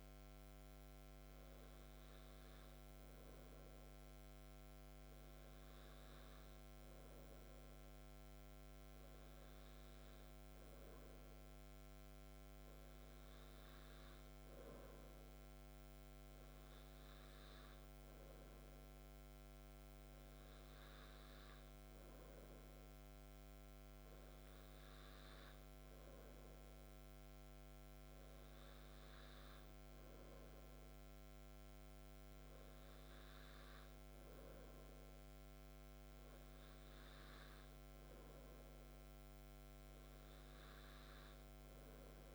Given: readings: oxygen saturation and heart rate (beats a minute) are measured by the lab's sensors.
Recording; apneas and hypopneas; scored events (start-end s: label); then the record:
breathing in sleep, hard to hear, by a microphone on the trachea; none
none scored
From the record:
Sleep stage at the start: N2 (light sleep); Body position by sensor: on the back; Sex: male